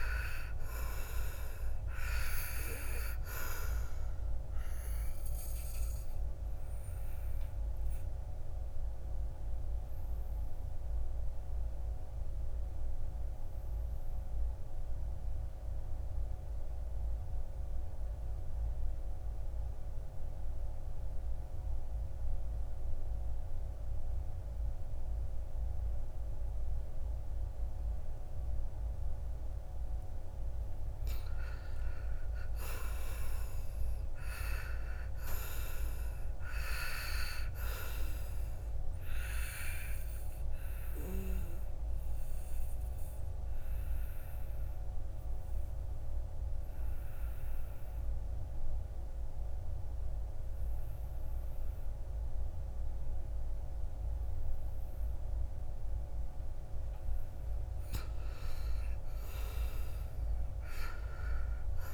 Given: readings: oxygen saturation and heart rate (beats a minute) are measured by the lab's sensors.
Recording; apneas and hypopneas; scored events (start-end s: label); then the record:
breathing in sleep by a room microphone; 2
0.00-18.50 s: oxygen desaturation (device-marked, oxygen 82% lowest, heart rate 54 extreme)
5.50-29.00 s: obstructive apnea (oxygen 97% before, 82% lowest, heart rate 64 before, 54 extreme, up 14 after)
31.00-34.00 s: arousal
31.50-55.50 s: oxygen desaturation (device-marked, oxygen 98% before, 84% lowest, heart rate 56 before, 55 extreme)
40.00-56.50 s: obstructive apnea (oxygen 98% before, 81% lowest, heart rate 60 before, 55 extreme, up 10 after)
58.00-61.00 s: arousal
60.50-61.94 s: oxygen desaturation (device-marked, oxygen 98% before, 90% lowest, heart rate 59 before, 55 extreme)
From the record:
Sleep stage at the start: N2 (light sleep); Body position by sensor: on the back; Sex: male